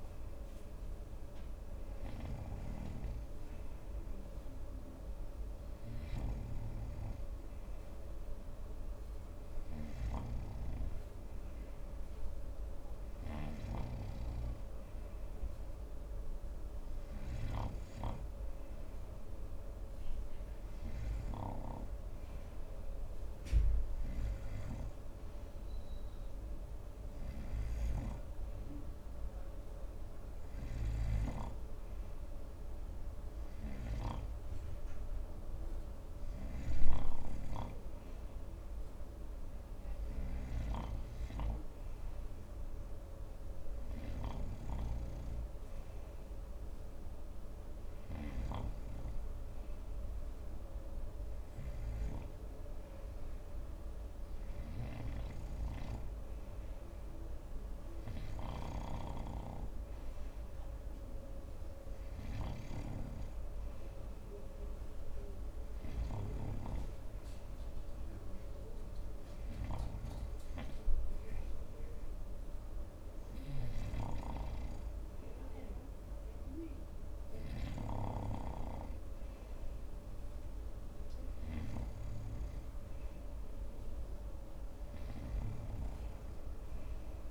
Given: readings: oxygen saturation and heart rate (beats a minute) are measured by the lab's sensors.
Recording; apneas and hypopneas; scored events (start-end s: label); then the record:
breathing in sleep by a room microphone; none
4.00-87.31 s: new sleep stage, N3 (deep sleep)
From the record:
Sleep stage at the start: N2 (light sleep); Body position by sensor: on the front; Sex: male